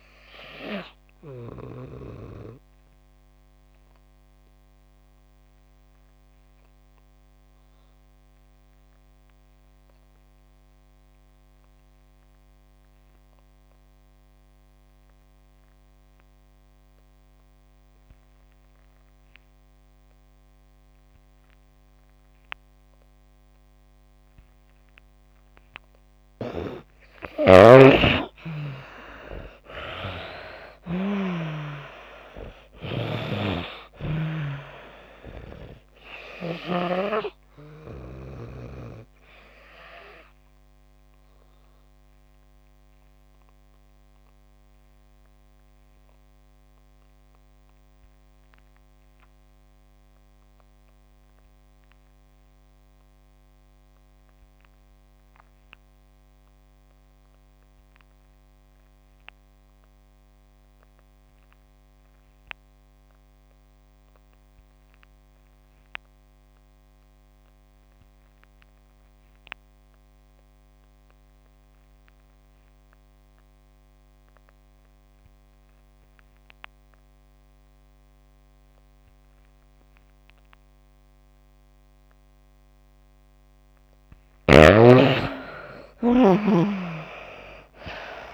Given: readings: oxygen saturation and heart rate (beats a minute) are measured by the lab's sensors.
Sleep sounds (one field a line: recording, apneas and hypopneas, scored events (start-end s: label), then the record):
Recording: breathing in sleep by a microphone on the trachea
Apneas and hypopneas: 2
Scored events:
0.00-26.50 s: oxygen desaturation (device-marked, oxygen 83% lowest)
0.50-26.00 s: obstructive apnea (oxygen 97% before, 83% lowest)
28.50-31.50 s: arousal
36.50-83.50 s: obstructive apnea (oxygen 96% before, 75% lowest)
41.50-60.50 s: oxygen desaturation (device-marked, oxygen 96% before, 84% lowest)
74.50-88.34 s: oxygen desaturation (device-marked, oxygen 97% before, 75% lowest)
86.00-88.34 s: arousal
From the record:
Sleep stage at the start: N2 (light sleep)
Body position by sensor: on the back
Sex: female